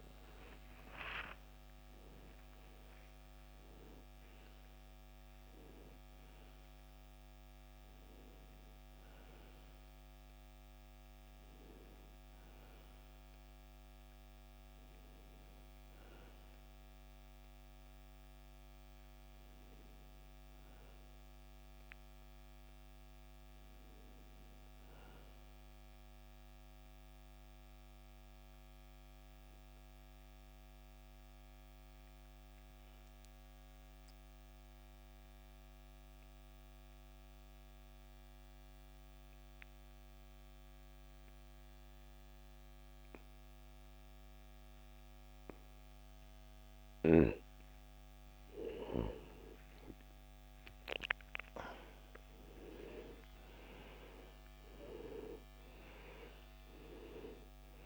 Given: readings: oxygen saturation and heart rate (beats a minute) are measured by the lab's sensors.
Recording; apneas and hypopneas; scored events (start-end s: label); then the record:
a person partly awake in a sleep study, by a microphone on the trachea; 1
5.00-28.00 s: oxygen desaturation (device-marked, oxygen 92% before, 87% lowest, heart rate 103 before, 61 extreme)
6.00-57.86 s: new sleep stage, N1 (lightest sleep)
29.50-47.00 s: obstructive apnea (oxygen 97% before, 80% lowest, heart rate 84 before, 61 extreme, up 6 after)
48.00-57.86 s: oxygen desaturation (device-marked, oxygen 97% before, 80% lowest, heart rate 69 before, 55 extreme)
48.50-53.50 s: arousal
From the record:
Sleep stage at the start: awake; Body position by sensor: on the back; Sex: male